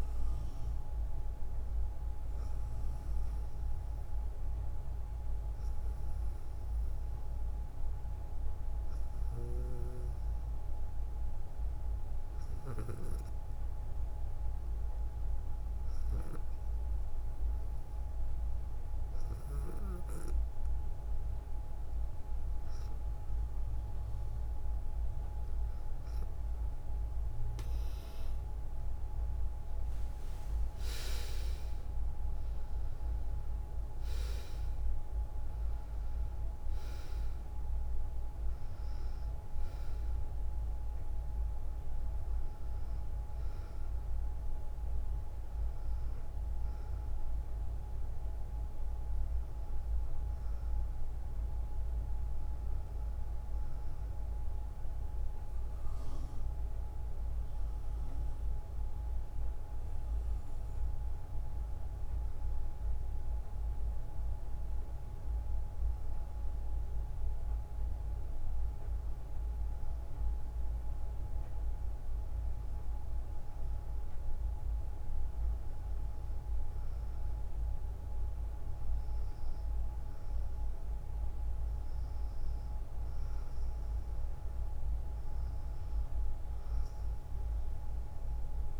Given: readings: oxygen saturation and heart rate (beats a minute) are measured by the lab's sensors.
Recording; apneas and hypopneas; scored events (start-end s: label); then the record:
breathing in sleep, hard to hear, by a room microphone; none
9.00-13.00 s: snoring (device-marked)
29.50-34.00 s: arousal
From the record:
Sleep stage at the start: N2 (light sleep); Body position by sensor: on the front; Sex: female